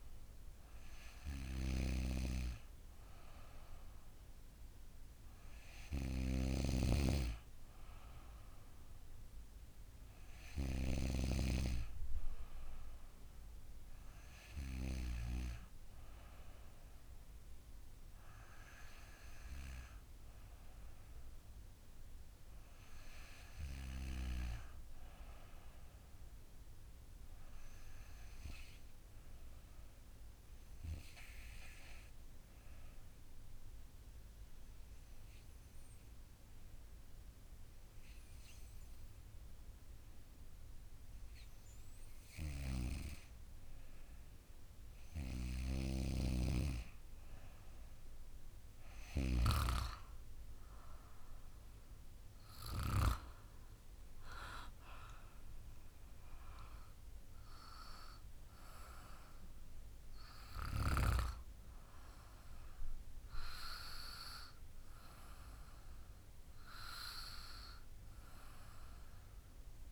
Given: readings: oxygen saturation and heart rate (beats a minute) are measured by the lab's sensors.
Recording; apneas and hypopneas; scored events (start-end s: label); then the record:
breathing in sleep by a room microphone; 1
6.00-11.00 s: snoring (device-marked)
26.00-28.50 s: arousal
31.50-44.00 s: obstructive apnea (oxygen 95% before, 90% lowest, heart rate 52 before, 52 extreme, up 6 after)
47.50-51.00 s: arousal
52.50-69.91 s: oxygen desaturation (device-marked, oxygen 96% before, 90% lowest, heart rate 54 before, 52 extreme)
From the record:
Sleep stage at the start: N2 (light sleep); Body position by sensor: on the back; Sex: female